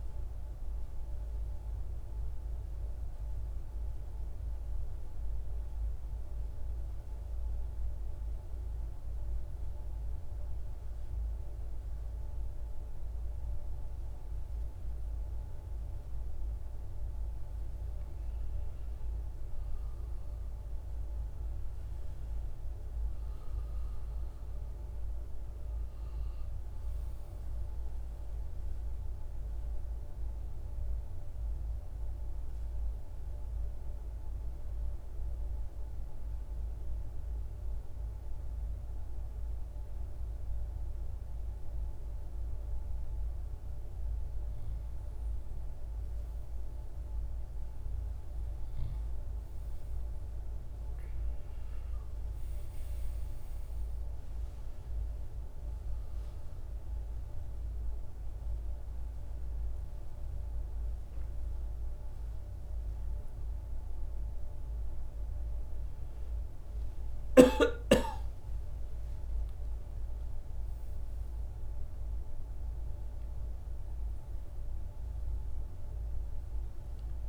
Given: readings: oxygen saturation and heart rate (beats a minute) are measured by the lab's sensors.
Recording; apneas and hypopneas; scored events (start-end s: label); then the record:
breathing in sleep, hard to hear, by a room microphone; 2
0.00-10.50 s: oxygen desaturation (device-marked, oxygen 91% lowest, heart rate 55 extreme)
4.50-15.50 s: obstructive apnea (oxygen 96% before, 91% lowest, heart rate 62 before, 55 extreme, up 5 after)
18.50-22.00 s: arousal
25.50-42.50 s: oxygen desaturation (device-marked, oxygen 97% before, 92% lowest, heart rate 58 before, 57 extreme)
31.50-44.00 s: obstructive apnea (oxygen 98% before, 91% lowest, heart rate 57 before, 59 extreme, up 5 after)
45.50-49.00 s: arousal
54.50-72.50 s: oxygen desaturation (device-marked, oxygen 97% before, 91% lowest, heart rate 62 before, 52 extreme)
72.50-77.00 s: arousal
From the record:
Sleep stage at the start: N2 (light sleep); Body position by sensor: on the right side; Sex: male